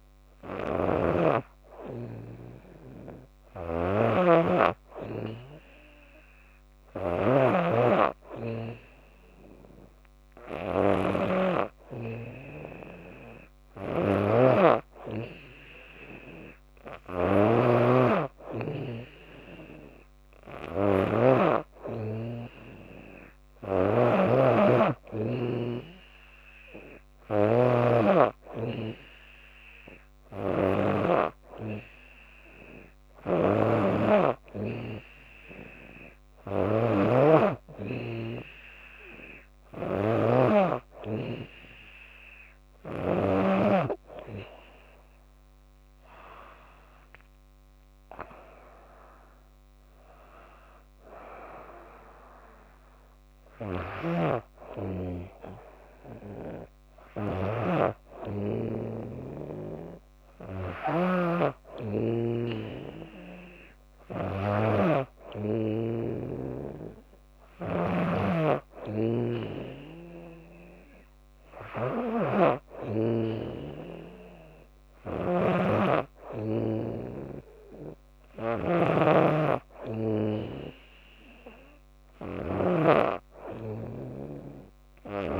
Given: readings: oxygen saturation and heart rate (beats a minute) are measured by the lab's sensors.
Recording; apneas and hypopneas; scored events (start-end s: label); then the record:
breathing in sleep by a microphone on the trachea; none
0.00-30.50 s: snoring (device-marked)
32.50-43.00 s: snoring (device-marked)
53.00-85.40 s: snoring (device-marked)
From the record:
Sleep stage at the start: N2 (light sleep); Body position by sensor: on the back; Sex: female